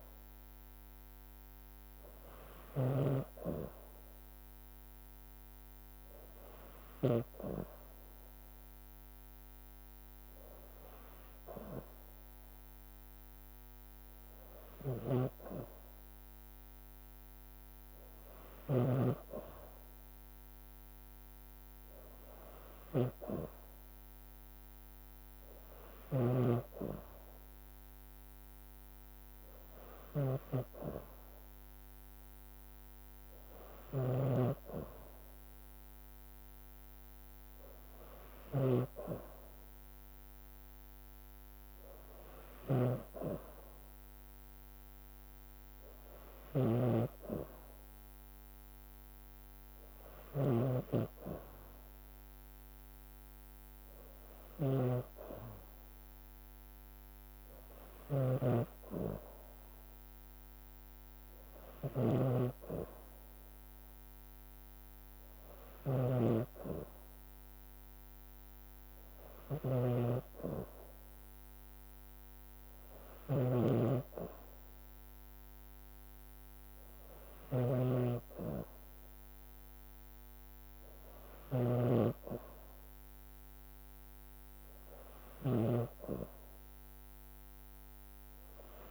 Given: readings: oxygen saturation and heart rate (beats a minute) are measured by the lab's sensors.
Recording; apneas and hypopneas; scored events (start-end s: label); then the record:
breathing in sleep by a microphone on the trachea; none
0.00-7.50 s: snoring (device-marked)
15.00-88.91 s: snoring (device-marked)
From the record:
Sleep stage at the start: N2 (light sleep); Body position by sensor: on the back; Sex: female